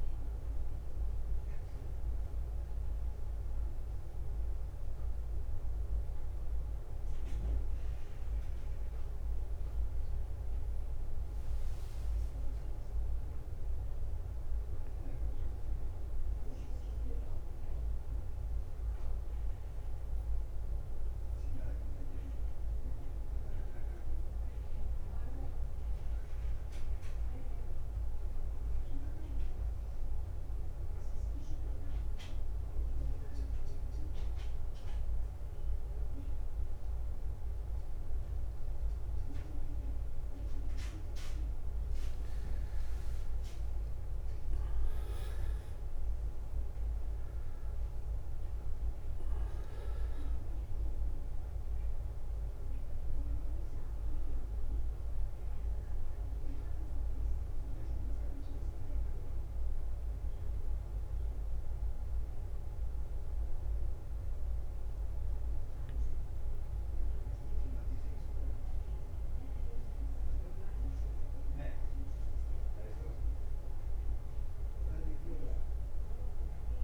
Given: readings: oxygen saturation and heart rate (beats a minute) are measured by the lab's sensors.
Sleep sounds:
breathing in sleep, hard to hear, by a room microphone; 1
0.00-12.00 s: bradycardia (device-marked, heart rate 52 extreme)
13.50-17.50 s: arousal
16.00-23.00 s: bradycardia (device-marked, heart rate 61 before, 56 extreme)
25.00-39.50 s: mixed apnea (oxygen 99% before, 91% lowest, heart rate 57 before, 49 extreme, up 17 after)
27.00-29.00 s: long interval between heartbeats (device-marked, heart rate 57 before, 64 extreme)
27.00-33.00 s: bradycardia (device-marked, heart rate 61 before, 57 extreme)
34.00-41.00 s: bradycardia (device-marked, heart rate 61 before, 50 extreme)
36.50-38.50 s: long interval between heartbeats (device-marked, heart rate 58 before, 59 extreme)
40.00-74.00 s: oxygen desaturation (device-marked, oxygen 98% before, 91% lowest, heart rate 58 before, 52 extreme)
43.50-48.00 s: arousal
45.50-47.50 s: long interval between heartbeats (device-marked, heart rate 58 before, 65 extreme)
48.00-54.00 s: bradycardia (device-marked, heart rate 61 before, 55 extreme)
58.00-76.84 s: bradycardia (device-marked, heart rate 61 before, 52 extreme)
From the record:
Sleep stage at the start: N2 (light sleep); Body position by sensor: on the back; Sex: male

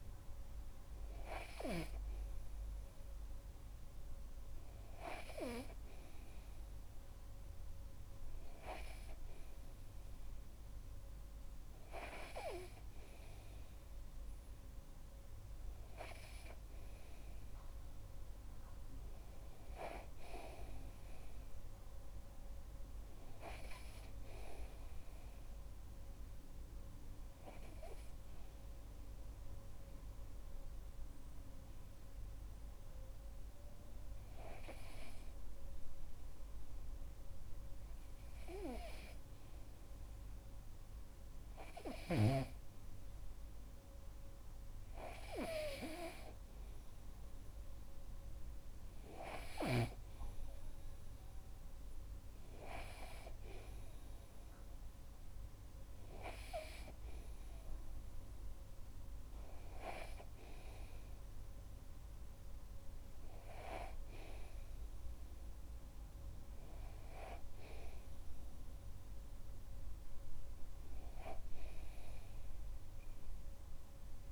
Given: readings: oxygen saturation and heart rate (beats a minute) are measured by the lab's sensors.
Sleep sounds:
breathing in sleep by a room microphone; none
none scored
From the record:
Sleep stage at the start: N2 (light sleep); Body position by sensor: on the back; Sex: male

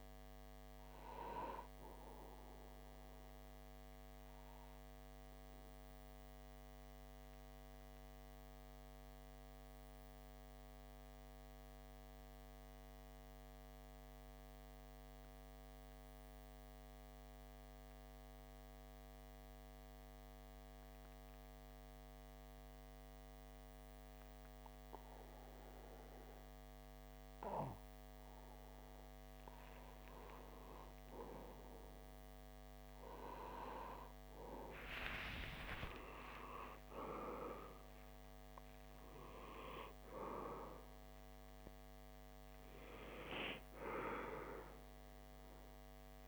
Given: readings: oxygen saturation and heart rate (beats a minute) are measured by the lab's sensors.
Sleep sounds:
breathing in sleep by a microphone on the trachea; 1
3.00-29.00 s: obstructive apnea (oxygen 98% before, 94% lowest)
30.50-35.00 s: arousal
From the record:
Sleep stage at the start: N2 (light sleep); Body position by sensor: on the back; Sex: male

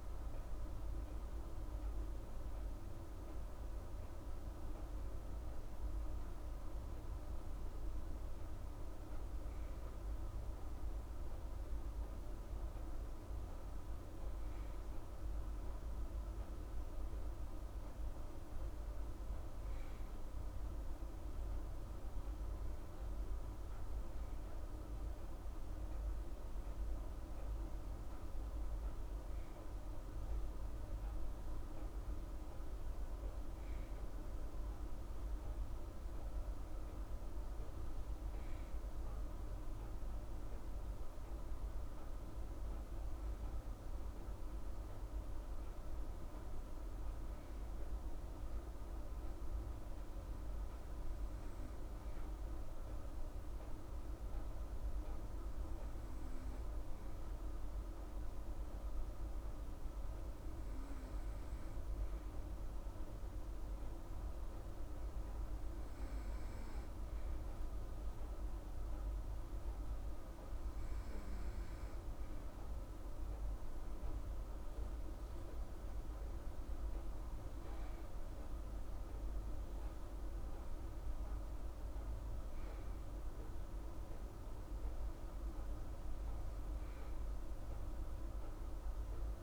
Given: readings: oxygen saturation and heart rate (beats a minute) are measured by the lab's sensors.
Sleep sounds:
breathing in sleep, hard to hear, by a room microphone; none
none scored
From the record:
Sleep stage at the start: N2 (light sleep); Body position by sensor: on the right side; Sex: female

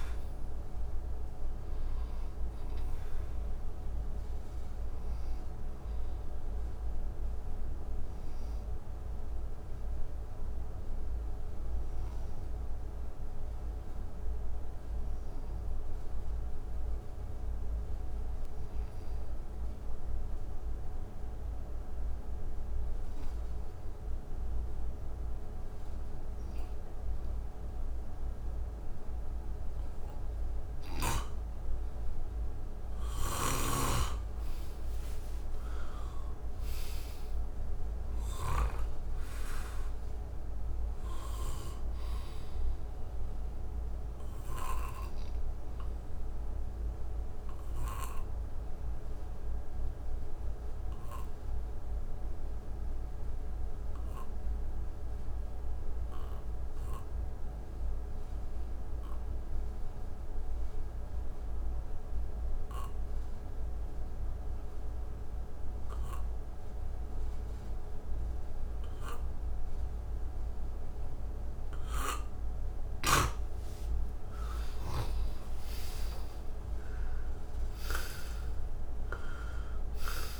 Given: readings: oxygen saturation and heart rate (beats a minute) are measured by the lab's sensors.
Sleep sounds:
breathing in sleep by a room microphone; 2
0.00-14.00 s: oxygen desaturation (device-marked, oxygen 84% lowest, heart rate 57 extreme)
6.50-31.50 s: obstructive apnea (oxygen 98% before, 84% lowest, heart rate 70 before, 57 extreme, up 10 after)
28.00-46.00 s: oxygen desaturation (device-marked, oxygen 98% before, 91% lowest, heart rate 61 before, 58 extreme)
33.00-37.00 s: arousal
33.00-38.50 s: snoring (device-marked)
43.50-72.50 s: obstructive apnea (oxygen 98% before, 85% lowest, heart rate 65 before, 58 extreme, up 24 after)
48.00-56.00 s: oxygen desaturation (device-marked, oxygen 97% before, 88% lowest, heart rate 65 before, 58 extreme)
67.00-80.40 s: oxygen desaturation (device-marked, oxygen 97% before, 85% lowest, heart rate 60 before, 56 extreme)
74.00-78.50 s: arousal
From the record:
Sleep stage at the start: N2 (light sleep); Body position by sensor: on the right side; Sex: male

